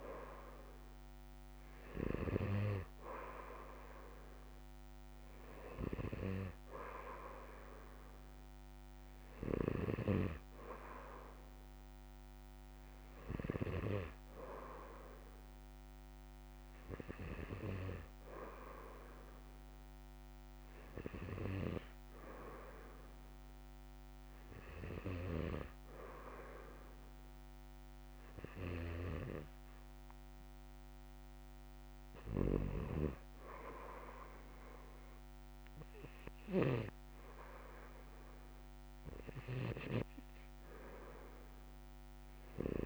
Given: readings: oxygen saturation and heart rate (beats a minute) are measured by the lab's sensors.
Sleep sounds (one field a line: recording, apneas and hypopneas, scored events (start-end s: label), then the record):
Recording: breathing in sleep by a microphone on the trachea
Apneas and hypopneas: none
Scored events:
none scored
From the record:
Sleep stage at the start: N2 (light sleep)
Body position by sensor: on the back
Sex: male